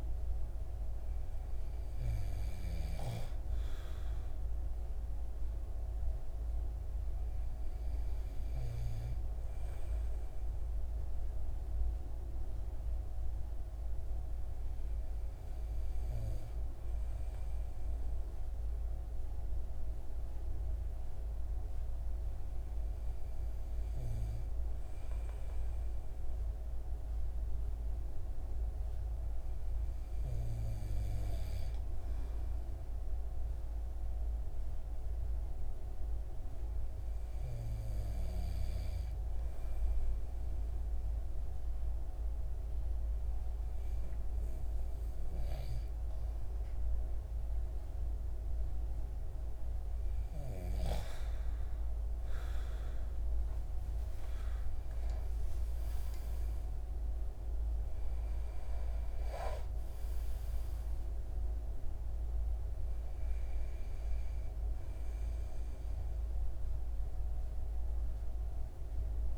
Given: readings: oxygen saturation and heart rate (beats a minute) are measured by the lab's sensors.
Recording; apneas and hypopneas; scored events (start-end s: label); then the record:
breathing in sleep, hard to hear, by a room microphone; 1
35.00-48.00 s: hypopnea (oxygen 96% before, 91% lowest)
53.50-57.50 s: arousal
64.00-69.38 s: oxygen desaturation (device-marked, oxygen 94% before, 91% lowest)
From the record:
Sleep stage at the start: N2 (light sleep); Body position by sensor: on the right side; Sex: male